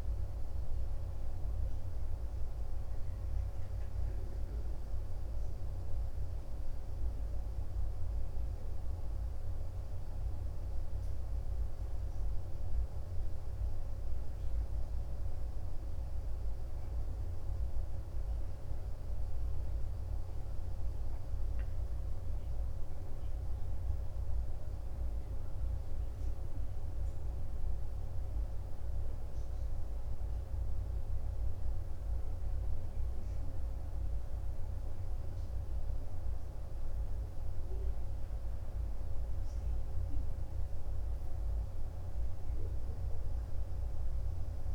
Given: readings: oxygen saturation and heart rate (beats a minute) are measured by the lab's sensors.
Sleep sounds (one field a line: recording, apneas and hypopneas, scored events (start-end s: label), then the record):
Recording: breathing in sleep, hard to hear, by a room microphone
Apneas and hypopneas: none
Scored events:
none scored
From the record:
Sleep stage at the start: N2 (light sleep)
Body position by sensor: on the back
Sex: male